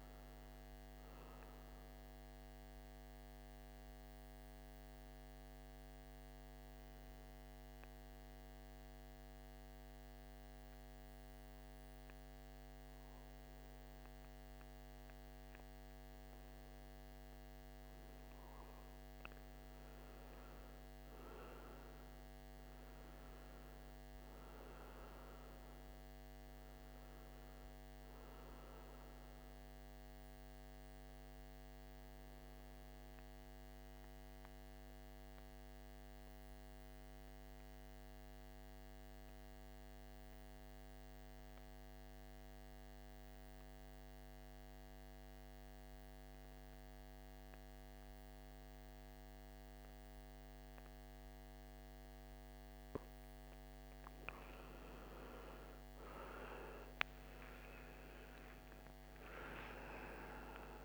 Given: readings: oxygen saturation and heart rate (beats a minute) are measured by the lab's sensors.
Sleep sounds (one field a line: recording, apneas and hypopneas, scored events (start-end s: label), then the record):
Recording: breathing in sleep, hard to hear, by a microphone on the trachea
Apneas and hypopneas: 2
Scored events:
5.50-17.50 s: hypopnea (oxygen 100% before, 87% lowest, heart rate 56 before, 56 extreme, up 12 after)
19.00-24.50 s: arousal
23.00-43.00 s: oxygen desaturation (device-marked, oxygen 96% before, 91% lowest, heart rate 58 before, 56 extreme)
37.00-54.00 s: mixed apnea (oxygen 97% before, 87% lowest, heart rate 63 before, 56 extreme, up 14 after)
52.00-60.85 s: oxygen desaturation (device-marked, oxygen 97% before, 87% lowest, heart rate 58 before, 54 extreme)
56.00-60.00 s: arousal
From the record:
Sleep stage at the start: N2 (light sleep)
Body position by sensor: on the right side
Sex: male